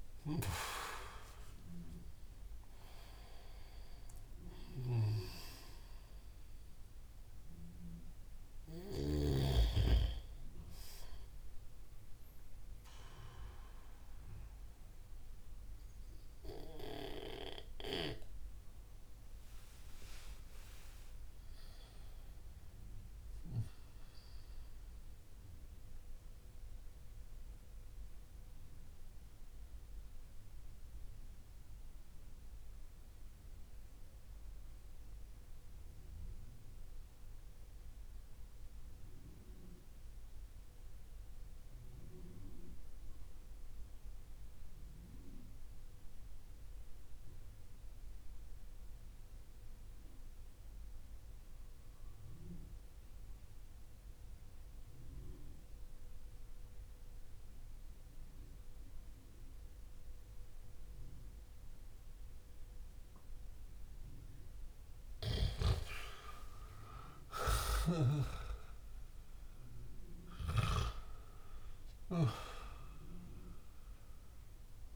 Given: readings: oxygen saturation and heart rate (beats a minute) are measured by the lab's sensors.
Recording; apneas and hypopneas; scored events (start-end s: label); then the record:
breathing in sleep by a room microphone; 1
0.00-9.00 s: snoring (device-marked)
0.00-27.00 s: oxygen desaturation (device-marked, oxygen 84% lowest)
19.50-24.00 s: arousal
28.00-63.00 s: mixed apnea (oxygen 95% before, 89% lowest)
54.00-74.96 s: oxygen desaturation (device-marked, oxygen 98% before, 89% lowest)
64.50-69.00 s: arousal
From the record:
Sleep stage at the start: N2 (light sleep); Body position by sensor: on the back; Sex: male